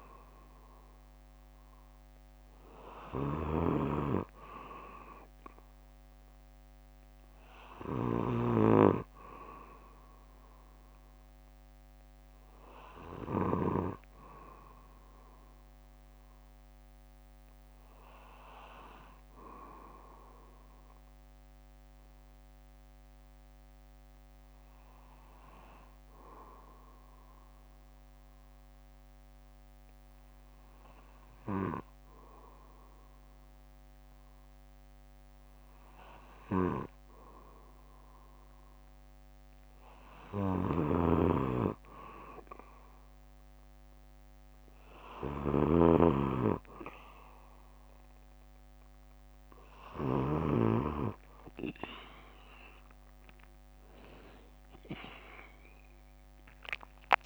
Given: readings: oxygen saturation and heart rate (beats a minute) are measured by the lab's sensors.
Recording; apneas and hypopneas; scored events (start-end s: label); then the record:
breathing in sleep by a microphone on the trachea; 1
13.00-15.00 s: bradycardia (device-marked, heart rate 61 before, 59 extreme)
23.00-29.00 s: bradycardia (device-marked, heart rate 61 before, 55 extreme)
23.00-36.00 s: hypopnea (oxygen 97% before, 93% lowest, heart rate 62 before, 57 extreme, up 9 after)
41.00-43.00 s: bradycardia (device-marked, heart rate 61 before, 59 extreme)
41.00-46.00 s: snoring (device-marked)
50.00-52.00 s: bradycardia (device-marked, heart rate 61 before, 62 extreme)
52.50-56.00 s: arousal
From the record:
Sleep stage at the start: N2 (light sleep); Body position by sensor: on the back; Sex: male